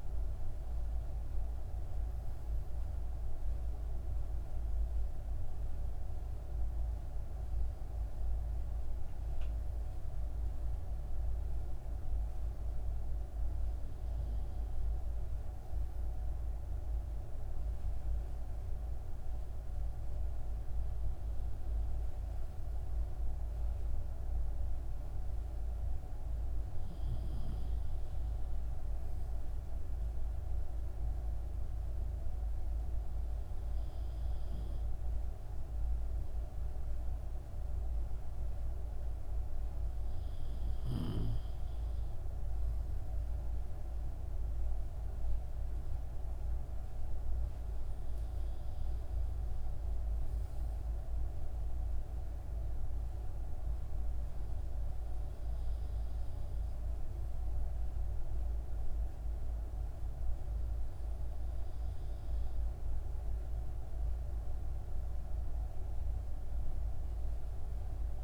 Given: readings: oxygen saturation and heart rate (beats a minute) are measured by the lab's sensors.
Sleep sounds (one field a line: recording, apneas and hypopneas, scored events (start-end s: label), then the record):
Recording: breathing in sleep, hard to hear, by a room microphone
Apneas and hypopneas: none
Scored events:
0.00-6.50 s: oxygen desaturation (device-marked, oxygen 94% lowest)
From the record:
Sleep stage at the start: N2 (light sleep)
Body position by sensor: on the back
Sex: male